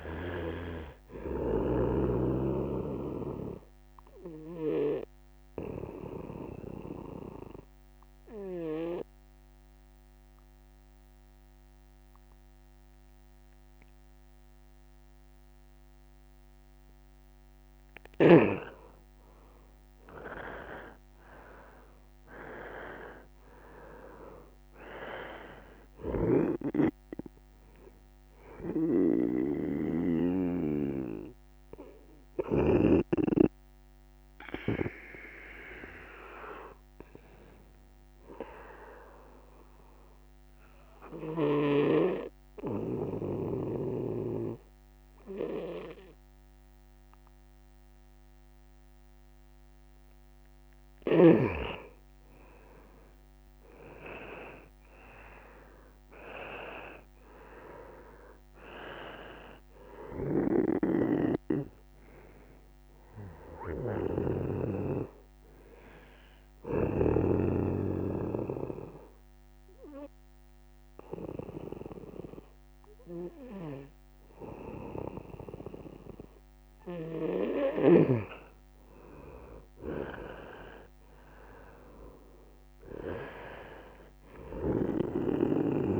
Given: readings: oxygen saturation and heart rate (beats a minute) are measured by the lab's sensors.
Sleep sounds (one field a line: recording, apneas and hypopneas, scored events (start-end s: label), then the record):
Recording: breathing in sleep by a microphone on the trachea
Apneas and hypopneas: 3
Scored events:
2.50-20.50 s: oxygen desaturation (device-marked, oxygen 96% before, 89% lowest)
3.50-17.00 s: obstructive apnea (oxygen 98% before, 89% lowest)
5.50-29.50 s: bradycardia (device-marked)
19.50-24.00 s: arousal
27.50-46.50 s: oxygen desaturation (device-marked, oxygen 97% before, 90% lowest, heart rate 44 before, 58 extreme)
29.50-33.00 s: snoring (device-marked)
38.00-50.50 s: obstructive apnea (oxygen 97% before, 90% lowest, heart rate 43 before, 58 extreme, up 59 after)
41.50-43.50 s: bradycardia (device-marked, heart rate 108 before, 75 extreme)
53.50-57.50 s: arousal
61.50-79.50 s: oxygen desaturation (device-marked, oxygen 97% before, 91% lowest, heart rate 83 before, 45 extreme)
65.50-78.00 s: obstructive apnea (oxygen 97% before, 91% lowest, heart rate 100 before, 45 extreme, up 3 after)
78.50-85.50 s: bradycardia (device-marked, heart rate 105 before, 45 extreme)
82.00-86.00 s: arousal
From the record:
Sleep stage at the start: N2 (light sleep)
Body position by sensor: on the right side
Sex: male